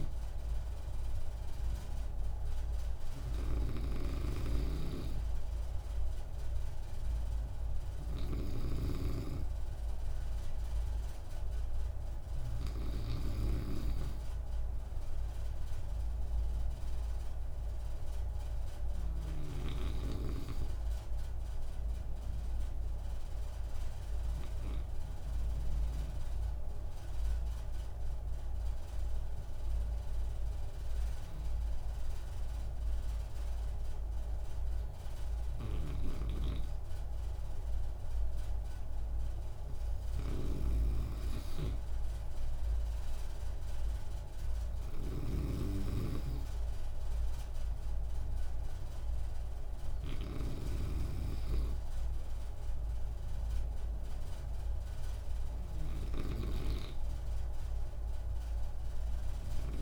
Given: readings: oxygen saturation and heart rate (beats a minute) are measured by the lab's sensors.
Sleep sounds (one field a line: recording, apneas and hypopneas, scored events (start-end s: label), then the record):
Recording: breathing in sleep by a room microphone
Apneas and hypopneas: 1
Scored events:
0.00-13.00 s: snoring (device-marked)
23.50-35.00 s: obstructive apnea (oxygen 95% before, 94% lowest)
35.50-50.50 s: snoring (device-marked)
37.50-41.00 s: arousal
From the record:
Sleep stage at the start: N2 (light sleep)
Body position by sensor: on the right side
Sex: male